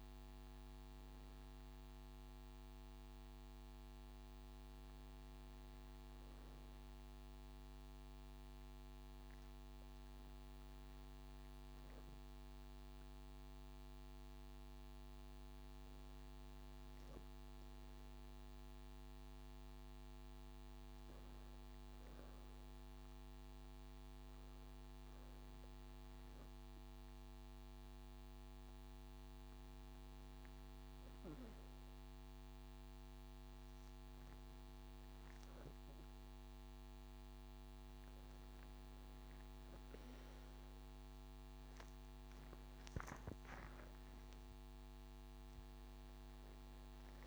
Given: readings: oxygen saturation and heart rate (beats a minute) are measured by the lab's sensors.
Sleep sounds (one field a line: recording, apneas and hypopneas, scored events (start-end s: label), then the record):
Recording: breathing in sleep, hard to hear, by a microphone on the trachea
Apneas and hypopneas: 1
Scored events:
8.50-12.00 s: arousal
15.50-29.50 s: hypopnea (oxygen 98% before, 95% lowest)
32.50-36.50 s: arousal
From the record:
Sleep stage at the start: N2 (light sleep)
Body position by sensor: on the right side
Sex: male